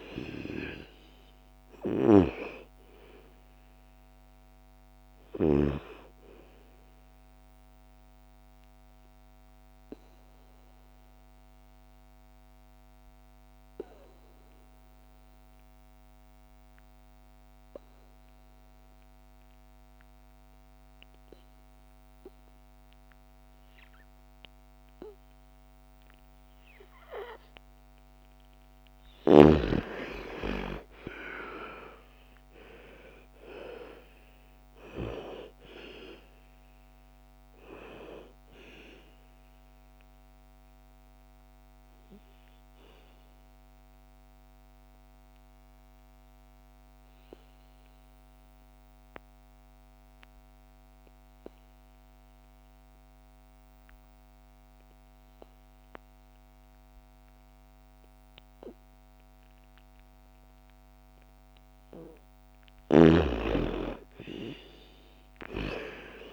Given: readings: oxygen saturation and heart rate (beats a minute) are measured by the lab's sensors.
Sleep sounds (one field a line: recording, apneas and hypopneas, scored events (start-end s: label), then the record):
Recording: breathing in sleep by a microphone on the trachea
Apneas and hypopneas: 2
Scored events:
0.00-1.00 s: arousal
0.00-14.50 s: oxygen desaturation (device-marked, oxygen 87% lowest, heart rate 55 extreme)
6.50-27.50 s: obstructive apnea (oxygen 99% before, 81% lowest, heart rate 63 before, 55 extreme, up 14 after)
26.50-54.50 s: oxygen desaturation (device-marked, oxygen 98% before, 81% lowest, heart rate 58 before, 55 extreme)
30.00-34.50 s: arousal
39.00-61.50 s: obstructive apnea (oxygen 98% before, 81% lowest, heart rate 62 before, 54 extreme, up 13 after)
59.50-66.33 s: oxygen desaturation (device-marked, oxygen 99% before, 84% lowest, heart rate 58 before, 54 extreme)
62.50-66.33 s: snoring (device-marked)
64.00-66.33 s: arousal
From the record:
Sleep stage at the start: N2 (light sleep)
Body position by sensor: on the back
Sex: female